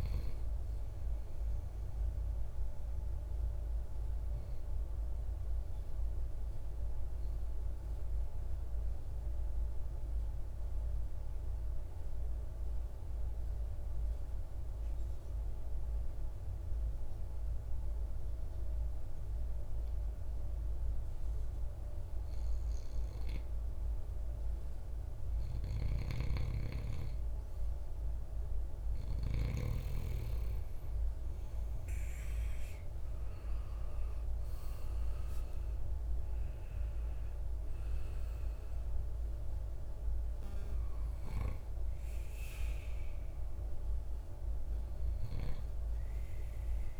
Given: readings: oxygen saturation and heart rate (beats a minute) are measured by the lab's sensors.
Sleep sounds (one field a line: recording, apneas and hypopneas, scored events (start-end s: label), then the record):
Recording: breathing in sleep, hard to hear, by a room microphone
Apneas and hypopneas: 1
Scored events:
0.00-11.00 s: oxygen desaturation (device-marked, oxygen 91% lowest, heart rate 55 extreme)
6.00-23.50 s: mixed apnea (oxygen 100% before, 91% lowest, heart rate 62 before, 55 extreme, up 7 after)
25.00-28.50 s: arousal
25.00-29.00 s: snoring (device-marked)
28.00-47.00 s: oxygen desaturation (device-marked, oxygen 98% before, 92% lowest, heart rate 57 before, 52 extreme)
From the record:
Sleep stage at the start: N2 (light sleep)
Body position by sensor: on the right side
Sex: male